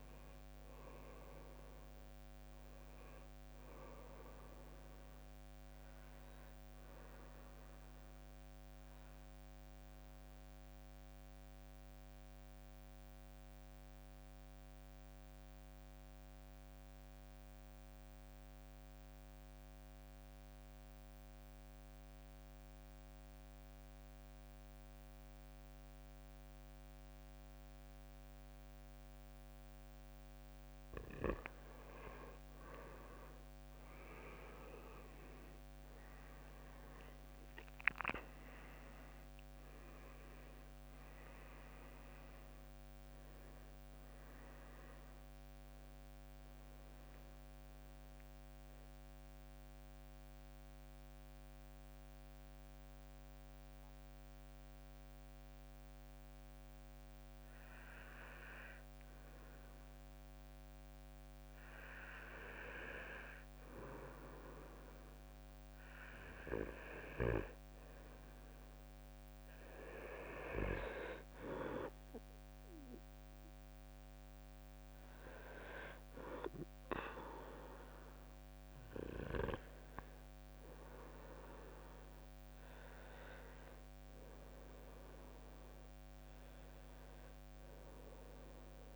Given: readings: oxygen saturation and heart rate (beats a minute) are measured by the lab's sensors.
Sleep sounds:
breathing in sleep by a microphone on the trachea; 2
0.00-15.50 s: oxygen desaturation (device-marked, oxygen 92% lowest, heart rate 53 extreme)
11.50-30.50 s: mixed apnea (oxygen 98% before, 90% lowest, heart rate 65 before, 54 extreme, up 13 after)
30.50-55.50 s: oxygen desaturation (device-marked, oxygen 98% before, 90% lowest, heart rate 56 before, 54 extreme)
32.50-37.00 s: arousal
34.50-47.50 s: drop in pulse transit time (device-marked, heart rate 58 before, 65 extreme)
47.00-61.50 s: mixed apnea (oxygen 98% before, 90% lowest, heart rate 68 before, 54 extreme, up 6 after)
63.00-66.50 s: arousal
66.50-88.50 s: oxygen desaturation (device-marked, oxygen 98% before, 95% lowest, heart rate 57 before, 53 extreme)
From the record:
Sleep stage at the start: N2 (light sleep); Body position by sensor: on the back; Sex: male

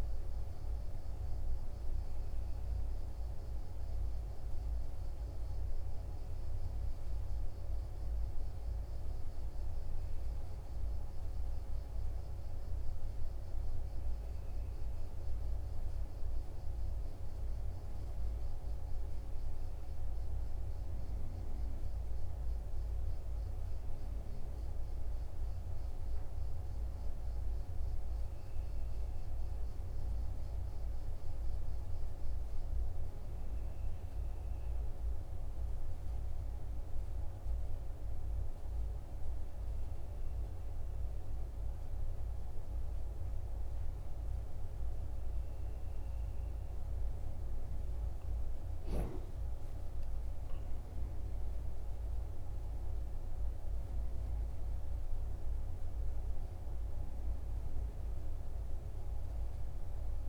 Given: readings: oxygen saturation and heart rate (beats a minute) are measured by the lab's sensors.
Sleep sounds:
breathing in sleep, hard to hear, by a room microphone; none
none scored
From the record:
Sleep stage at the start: N1 (lightest sleep); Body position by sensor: on the right side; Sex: male

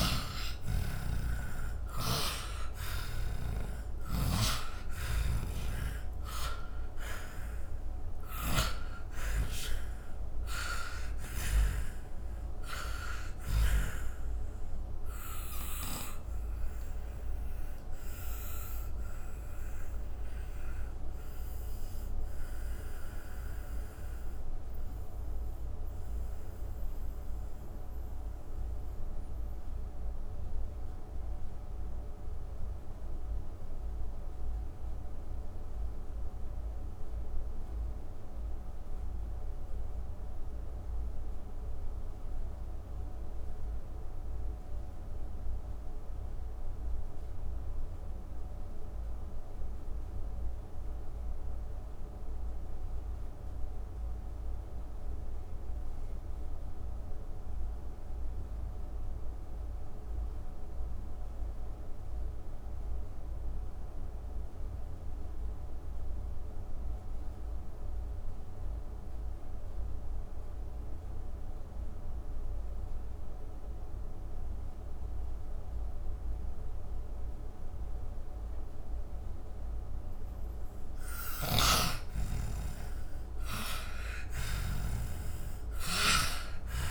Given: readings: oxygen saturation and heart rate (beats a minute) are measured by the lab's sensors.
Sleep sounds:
breathing in sleep by a room microphone; 1
0.00-4.50 s: arousal
0.00-50.50 s: oxygen desaturation (device-marked, oxygen 80% lowest, heart rate 127 extreme)
3.50-11.00 s: snoring (device-marked)
14.50-80.50 s: mixed apnea (oxygen 98% before, 80% lowest, heart rate 183 before, 127 extreme, up 37 after)
76.50-86.90 s: oxygen desaturation (device-marked, oxygen 98% before, 82% lowest, heart rate 174 before, 114 extreme)
80.50-84.00 s: snoring (device-marked)
82.00-86.90 s: arousal
From the record:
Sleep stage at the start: N2 (light sleep); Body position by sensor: on the back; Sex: male

